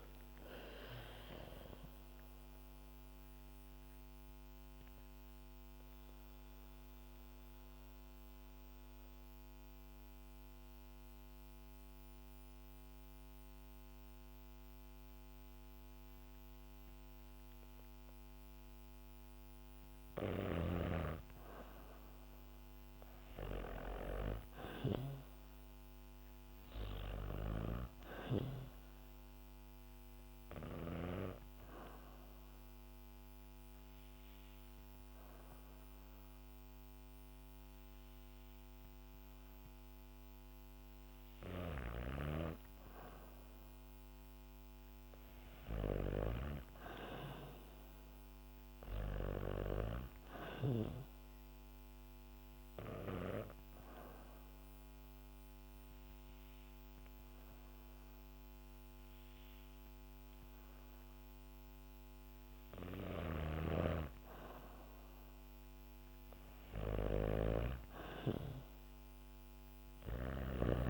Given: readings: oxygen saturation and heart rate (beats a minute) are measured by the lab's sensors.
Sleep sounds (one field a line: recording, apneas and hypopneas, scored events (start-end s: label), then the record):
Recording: breathing in sleep by a microphone on the trachea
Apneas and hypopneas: 3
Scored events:
0.00-3.50 s: arousal
2.50-10.50 s: oxygen desaturation (device-marked, oxygen 97% before, 94% lowest, heart rate 67 before, 59 extreme)
4.00-19.00 s: mixed apnea (oxygen 97% before, 94% lowest, heart rate 67 before, 59 extreme, up 9 after)
23.50-27.50 s: arousal
30.00-40.00 s: hypopnea (oxygen 99% before, 94% lowest, heart rate 64 before, 64 extreme, up 2 after)
44.50-48.50 s: arousal
53.50-64.50 s: hypopnea (oxygen 98% before, 94% lowest, heart rate 66 before, 64 extreme, up 5 after)
62.50-70.90 s: snoring (device-marked)
64.50-68.00 s: arousal
From the record:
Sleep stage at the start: N2 (light sleep)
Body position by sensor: on the back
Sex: female